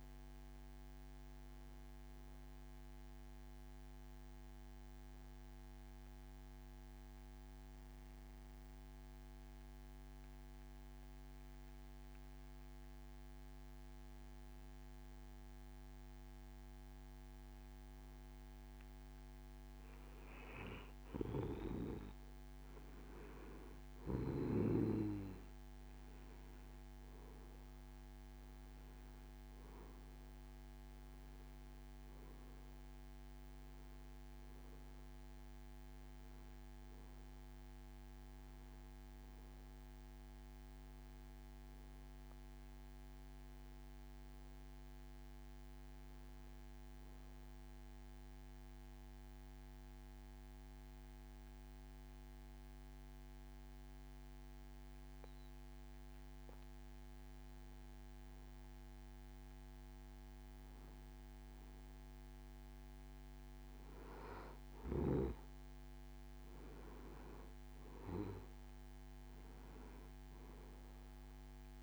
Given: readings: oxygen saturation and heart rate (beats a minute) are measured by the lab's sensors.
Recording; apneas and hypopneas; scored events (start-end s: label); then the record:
breathing in sleep by a microphone on the trachea; 2
6.50-21.50 s: mixed apnea (oxygen 93% before, 92% lowest)
24.00-28.50 s: arousal
26.50-43.50 s: oxygen desaturation (device-marked, oxygen 96% before, 92% lowest)
47.50-65.00 s: hypopnea (oxygen 96% before, 92% lowest)
68.50-71.83 s: arousal
From the record:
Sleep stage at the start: N2 (light sleep); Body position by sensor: on the back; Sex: male